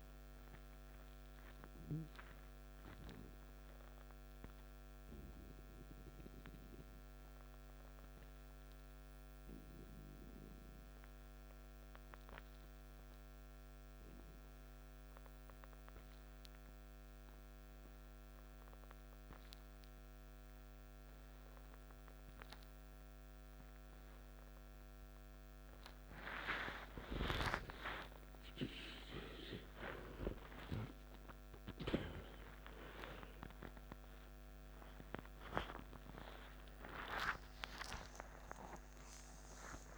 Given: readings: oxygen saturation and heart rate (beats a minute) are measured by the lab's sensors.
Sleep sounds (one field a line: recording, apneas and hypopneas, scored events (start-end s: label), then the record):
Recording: breathing in sleep by a microphone on the trachea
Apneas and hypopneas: 1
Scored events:
0.00-1.00 s: arousal
0.00-1.50 s: oxygen desaturation (device-marked, oxygen 86% lowest, heart rate 54 extreme)
2.00-25.00 s: obstructive apnea (oxygen 98% before, 88% lowest, heart rate 64 before, 54 extreme, up 11 after)
20.50-39.98 s: oxygen desaturation (device-marked, oxygen 98% before, 90% lowest, heart rate 56 before, 56 extreme)
22.00-24.00 s: long interval between heartbeats (device-marked, heart rate 56 before, 60 extreme)
27.00-32.50 s: arousal
From the record:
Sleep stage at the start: N2 (light sleep)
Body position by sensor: on the back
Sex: male